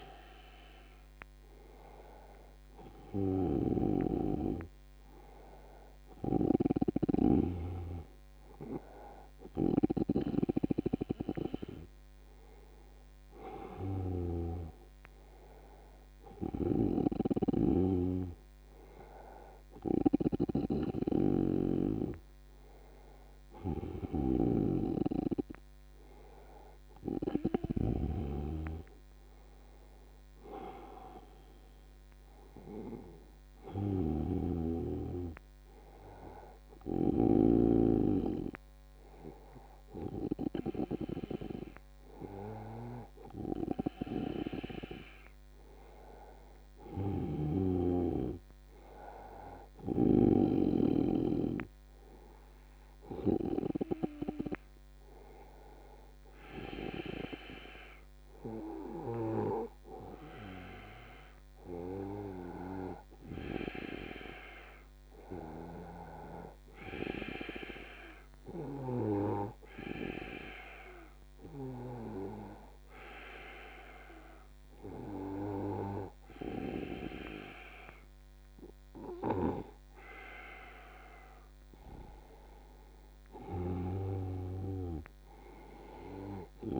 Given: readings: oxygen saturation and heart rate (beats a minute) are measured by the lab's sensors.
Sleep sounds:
breathing in sleep by a microphone on the trachea; 1
17.50-28.50 s: snoring (device-marked)
61.00-64.00 s: arousal
66.50-78.50 s: hypopnea (oxygen 96% before, 92% lowest, heart rate 86 before, 79 extreme, up 4 after)
80.50-84.00 s: arousal
From the record:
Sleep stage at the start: N2 (light sleep); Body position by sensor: on the back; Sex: male

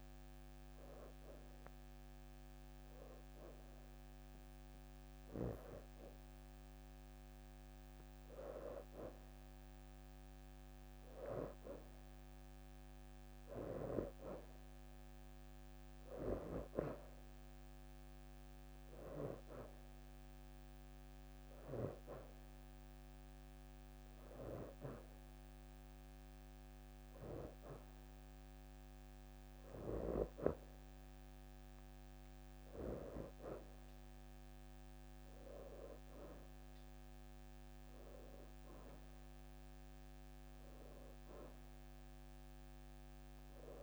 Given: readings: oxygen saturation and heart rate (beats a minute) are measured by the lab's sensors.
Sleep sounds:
breathing in sleep by a microphone on the trachea; 1
0.00-7.50 s: oxygen desaturation (device-marked, oxygen 87% lowest, heart rate 78 extreme)
1.00-11.00 s: hypopnea (oxygen 91% before, 85% lowest, heart rate 81 before, 78 extreme, up 3 after)
13.50-17.00 s: arousal
13.50-26.50 s: oxygen desaturation (device-marked, oxygen 92% before, 86% lowest, heart rate 81 before, 77 extreme)
38.50-43.83 s: oxygen desaturation (device-marked, oxygen 90% before, 85% lowest, heart rate 80 before, 77 extreme)
From the record:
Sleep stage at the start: N2 (light sleep); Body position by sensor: on the back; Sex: female

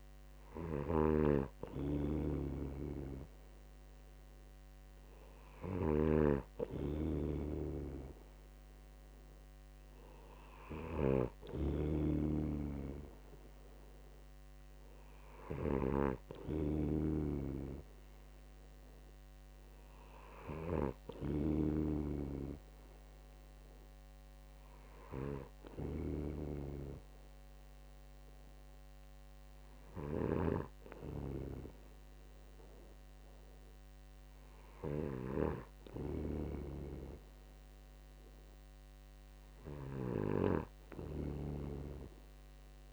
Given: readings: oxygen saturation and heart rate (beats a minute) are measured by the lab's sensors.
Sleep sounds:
breathing in sleep by a microphone on the trachea; none
0.00-41.00 s: snoring (device-marked)
From the record:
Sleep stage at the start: N2 (light sleep); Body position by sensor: on the right side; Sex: male

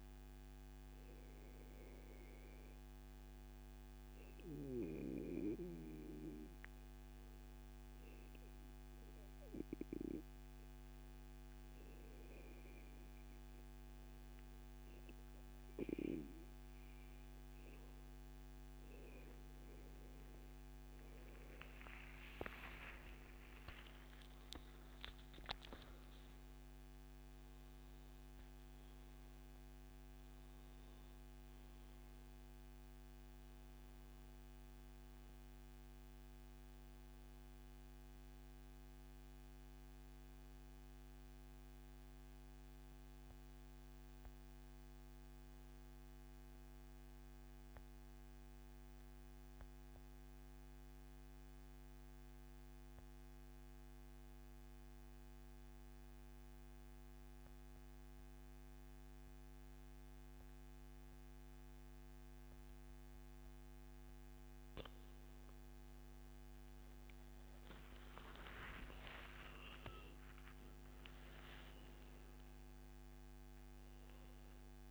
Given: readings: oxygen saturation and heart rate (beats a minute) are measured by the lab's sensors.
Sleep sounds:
breathing in sleep by a microphone on the trachea; 1
4.50-6.50 s: long interval between heartbeats (device-marked, heart rate 134 before, 122 extreme)
7.50-9.50 s: long interval between heartbeats (device-marked, heart rate 132 before, 112 extreme)
13.00-15.00 s: long interval between heartbeats (device-marked, heart rate 125 before, 103 extreme)
18.00-22.50 s: arousal
29.50-51.50 s: oxygen desaturation (device-marked, oxygen 96% before, 93% lowest, heart rate 123 before, 81 extreme)
47.00-62.00 s: central apnea (oxygen 96% before, 94% lowest, heart rate 126 before, 107 extreme, up 9 after)
64.50-69.00 s: arousal
From the record:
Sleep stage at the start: N2 (light sleep); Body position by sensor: on the back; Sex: male

